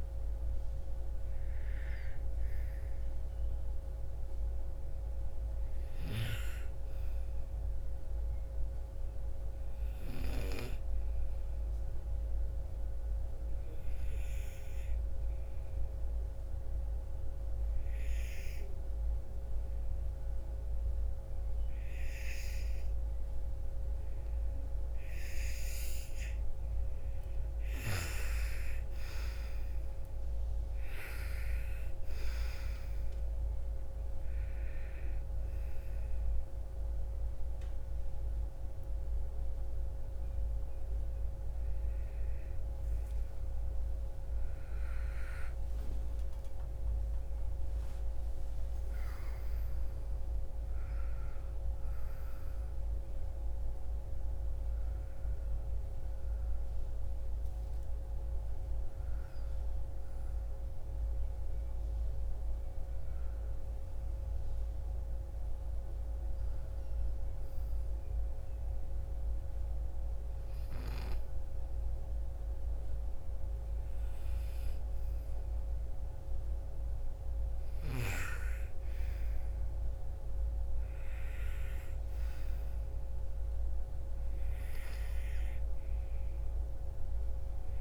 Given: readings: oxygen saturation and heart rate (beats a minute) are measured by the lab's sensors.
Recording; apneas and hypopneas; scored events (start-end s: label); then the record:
breathing in sleep by a room microphone; 1
0.00-6.00 s: oxygen desaturation (device-marked, oxygen 87% lowest, heart rate 55 extreme)
12.00-25.00 s: obstructive apnea (oxygen 99% before, 89% lowest, heart rate 70 before, 55 extreme, up 14 after)
25.00-46.00 s: oxygen desaturation (device-marked, oxygen 98% before, 89% lowest, heart rate 59 before, 59 extreme)
26.00-29.00 s: arousal
32.00-87.81 s: new sleep stage, REM sleep
45.50-50.50 s: arousal
76.00-87.81 s: oxygen desaturation (device-marked, oxygen 98% before, 94% lowest, heart rate 64 before, 55 extreme)
From the record:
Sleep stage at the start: N2 (light sleep); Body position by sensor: on the right side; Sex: female